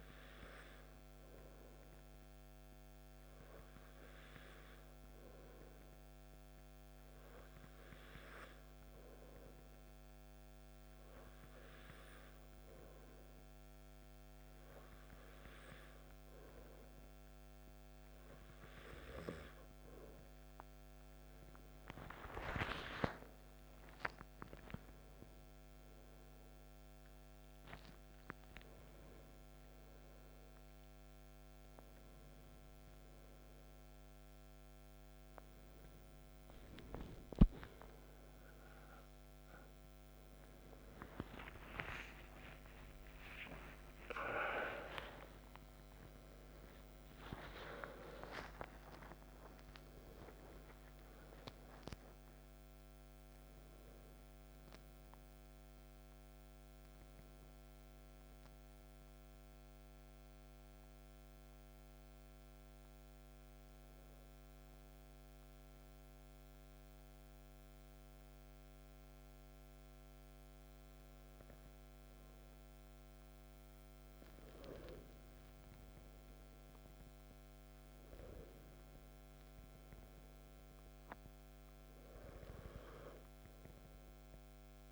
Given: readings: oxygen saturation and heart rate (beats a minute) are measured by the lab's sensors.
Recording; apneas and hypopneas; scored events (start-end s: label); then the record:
a person partly awake in a sleep study, by a microphone on the trachea; 1
28.00-58.00 s: new sleep stage, awake
49.50-51.50 s: long interval between heartbeats (device-marked, heart rate 65 before, 81 extreme)
58.00-84.92 s: new sleep stage, N1 (lightest sleep)
59.50-76.00 s: hypopnea (oxygen 96% before, 94% lowest, heart rate 77 before, 51 extreme, up 4 after)
76.50-80.50 s: arousal
80.00-84.92 s: oxygen desaturation (device-marked, oxygen 98% before, 94% lowest, heart rate 60 before, 50 extreme)
From the record:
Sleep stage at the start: N2 (light sleep); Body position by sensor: on the back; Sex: male